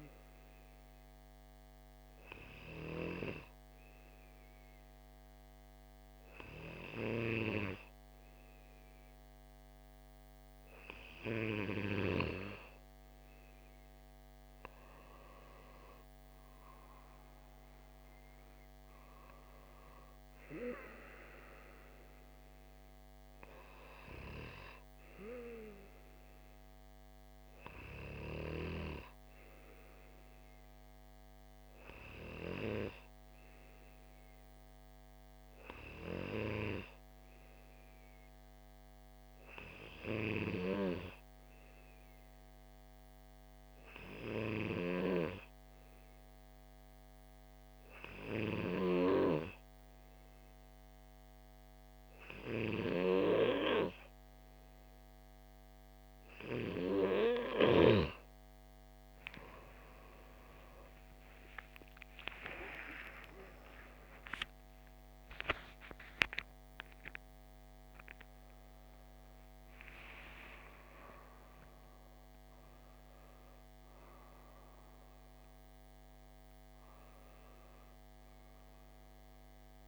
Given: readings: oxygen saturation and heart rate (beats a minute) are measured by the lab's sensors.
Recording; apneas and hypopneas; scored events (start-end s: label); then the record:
breathing in sleep by a microphone on the trachea; 2
2.00-15.00 s: hypopnea (oxygen 97% before, 92% lowest)
18.00-21.50 s: arousal
39.00-57.00 s: obstructive apnea (oxygen 96% before, 92% lowest)
60.00-67.00 s: arousal
62.00-75.00 s: oxygen desaturation (device-marked, oxygen 96% before, 92% lowest)
From the record:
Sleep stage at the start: N2 (light sleep); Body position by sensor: on the left side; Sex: male